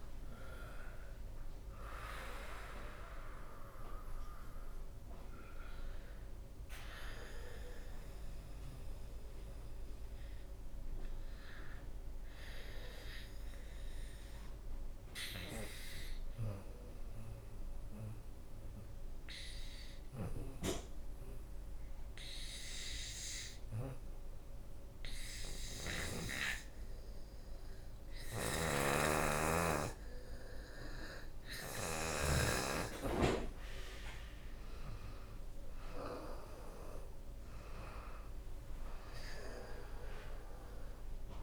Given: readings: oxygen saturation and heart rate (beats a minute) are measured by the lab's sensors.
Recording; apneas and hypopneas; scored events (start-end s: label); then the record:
breathing in sleep by a room microphone; 1
0.00-14.50 s: oxygen desaturation (device-marked, oxygen 84% lowest, heart rate 45 extreme)
16.50-32.50 s: obstructive apnea (oxygen 97% before, 87% lowest, heart rate 97 before, 66 extreme, up 21 after)
29.50-41.43 s: oxygen desaturation (device-marked, oxygen 97% before, 88% lowest, heart rate 76 before, 70 extreme)
34.50-39.00 s: arousal
35.50-41.43 s: drop in pulse transit time (device-marked, heart rate 72 before, 73 extreme)
From the record:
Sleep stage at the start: N2 (light sleep); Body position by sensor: on the back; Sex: female